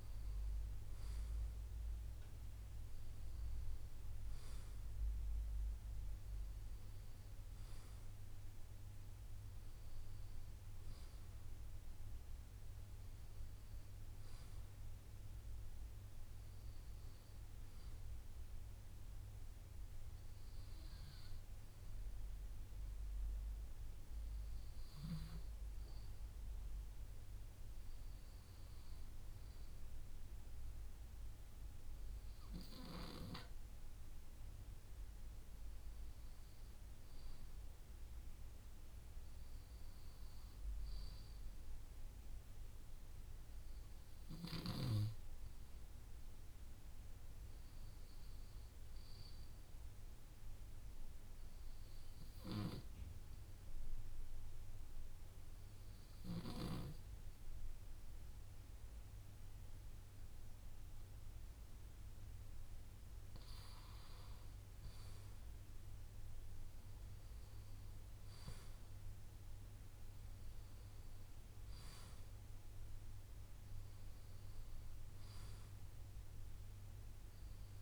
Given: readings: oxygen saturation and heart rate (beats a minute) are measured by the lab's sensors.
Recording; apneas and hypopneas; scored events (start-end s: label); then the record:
breathing in sleep, hard to hear, by a room microphone; 2
16.00-18.00 s: arousal
21.50-35.50 s: hypopnea (oxygen 96% before, 94% lowest, heart rate 95 before, 29 extreme)
37.50-41.50 s: arousal
52.00-63.00 s: obstructive apnea (oxygen 97% before, 94% lowest, heart rate 61 before, 34 extreme, up 7 after)
65.50-70.50 s: arousal
From the record:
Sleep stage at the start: N2 (light sleep); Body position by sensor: on the left side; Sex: male